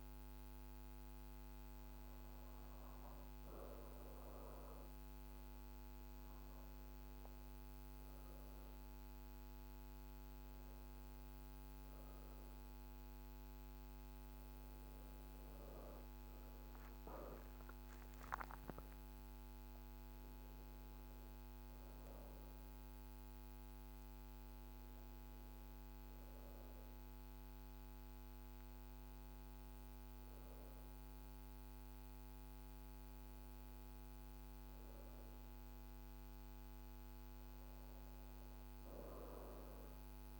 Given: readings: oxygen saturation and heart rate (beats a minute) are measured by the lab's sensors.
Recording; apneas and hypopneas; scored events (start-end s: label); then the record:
breathing in sleep, hard to hear, by a microphone on the trachea; none
none scored
From the record:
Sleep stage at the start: N2 (light sleep); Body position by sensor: on the back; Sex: female